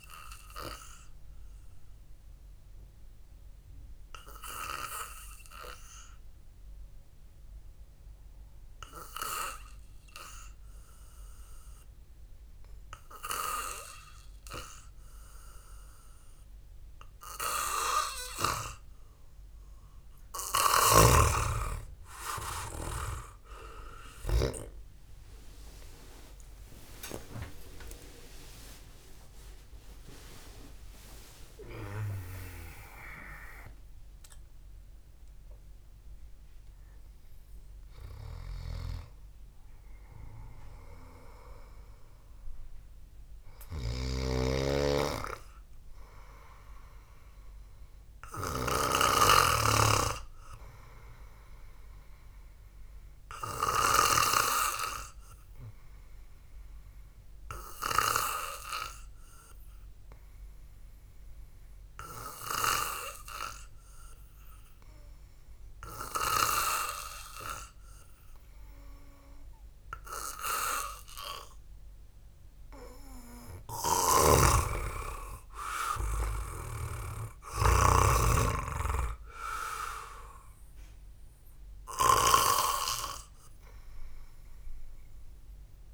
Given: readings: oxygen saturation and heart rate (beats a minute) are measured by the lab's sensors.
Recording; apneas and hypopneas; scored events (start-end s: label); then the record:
breathing in sleep by a room microphone; 2
3.50-19.00 s: obstructive apnea (oxygen 95% before, 93% lowest, heart rate 58 before, 55 extreme, up 7 after)
27.50-32.50 s: arousal
32.00-34.00 s: long interval between heartbeats (device-marked, heart rate 65 before, 95 extreme)
39.00-49.50 s: snoring (device-marked)
57.50-74.50 s: hypopnea (oxygen 98% before, 93% lowest, heart rate 75 before, 59 extreme, up 5 after)
74.50-83.00 s: snoring (device-marked)
76.00-79.50 s: arousal
76.00-85.00 s: oxygen desaturation (device-marked, oxygen 96% before, 93% lowest, heart rate 63 before, 59 extreme)
From the record:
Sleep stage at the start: N2 (light sleep); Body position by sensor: on the back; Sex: male